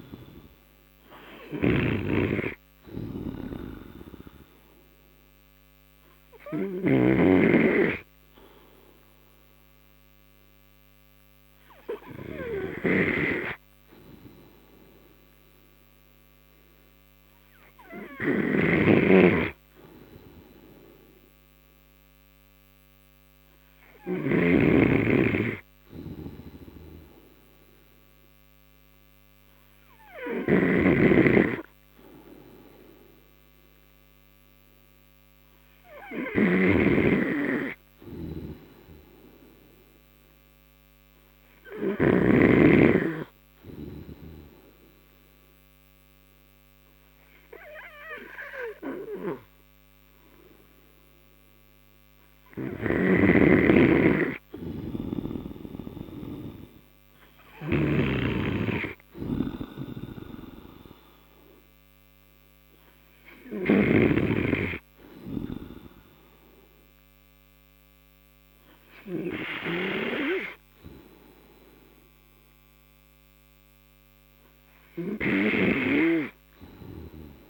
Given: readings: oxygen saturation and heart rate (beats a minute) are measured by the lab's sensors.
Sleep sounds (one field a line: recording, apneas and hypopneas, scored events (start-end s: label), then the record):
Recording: breathing in sleep by a microphone on the trachea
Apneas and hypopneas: 1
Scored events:
2.00-7.50 s: snoring (device-marked)
19.00-25.00 s: snoring (device-marked)
31.00-43.00 s: snoring (device-marked)
33.00-35.50 s: arousal
40.00-55.00 s: hypopnea (oxygen 98% before, 91% lowest)
45.00-77.50 s: new sleep stage, N3 (deep sleep)
53.00-64.50 s: snoring (device-marked)
57.00-60.50 s: arousal
From the record:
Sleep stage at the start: N2 (light sleep)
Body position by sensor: on the right side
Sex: male